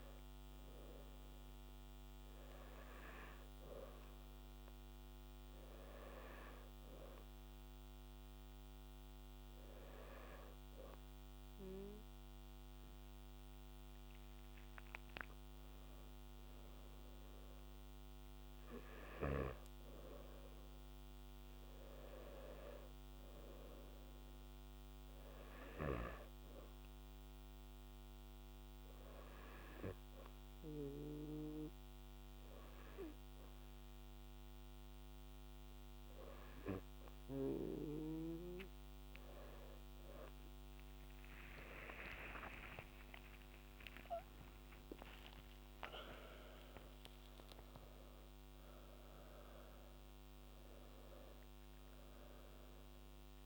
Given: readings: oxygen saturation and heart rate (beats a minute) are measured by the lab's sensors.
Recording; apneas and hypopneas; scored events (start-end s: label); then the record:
breathing in sleep by a microphone on the trachea; 1
27.50-39.50 s: obstructive apnea (oxygen 96% before, 92% lowest, heart rate 64 before, 62 extreme, up 27 after)
42.00-47.00 s: arousal
44.50-46.50 s: long interval between heartbeats (device-marked, heart rate 65 before, 86 extreme)
49.50-53.46 s: oxygen desaturation (device-marked, oxygen 95% before, 92% lowest, heart rate 71 before, 61 extreme)
From the record:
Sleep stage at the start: N2 (light sleep); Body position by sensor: on the back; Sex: male